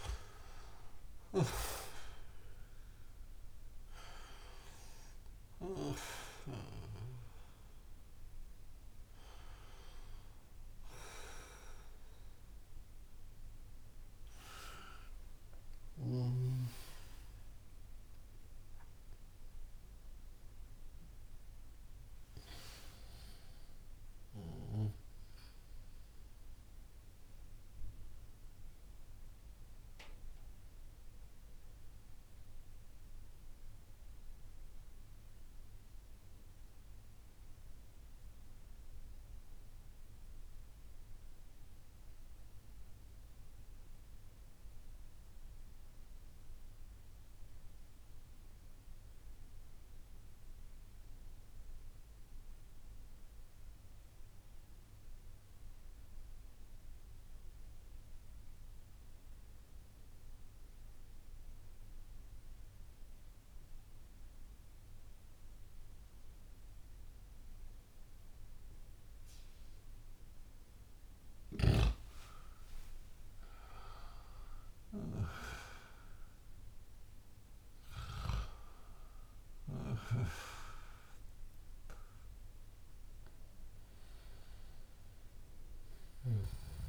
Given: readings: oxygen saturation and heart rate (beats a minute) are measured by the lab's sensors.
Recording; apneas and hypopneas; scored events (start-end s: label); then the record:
breathing in sleep by a room microphone; 1
0.00-1.50 s: snoring (device-marked)
0.00-31.00 s: oxygen desaturation (device-marked, oxygen 89% lowest)
17.00-22.00 s: arousal
26.00-70.00 s: mixed apnea (oxygen 93% before, 91% lowest)
60.00-65.00 s: oxygen desaturation (device-marked, oxygen 97% before, 95% lowest)
71.50-76.00 s: arousal
From the record:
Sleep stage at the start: N2 (light sleep); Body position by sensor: on the back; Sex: male